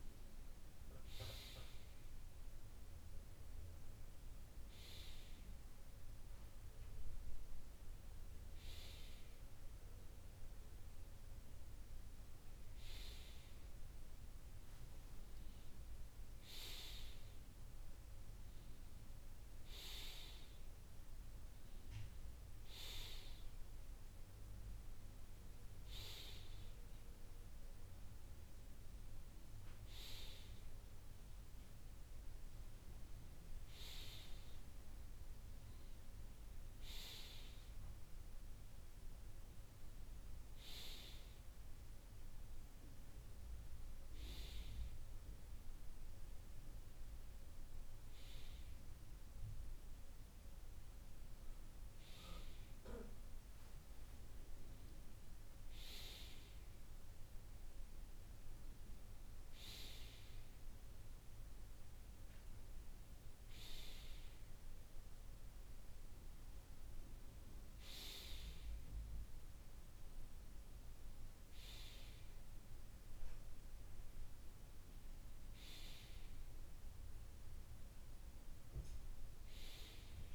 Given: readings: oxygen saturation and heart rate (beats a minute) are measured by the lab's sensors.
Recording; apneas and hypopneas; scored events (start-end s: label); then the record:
breathing in sleep by a room microphone; none
none scored
From the record:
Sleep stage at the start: N2 (light sleep); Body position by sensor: on the right side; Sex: male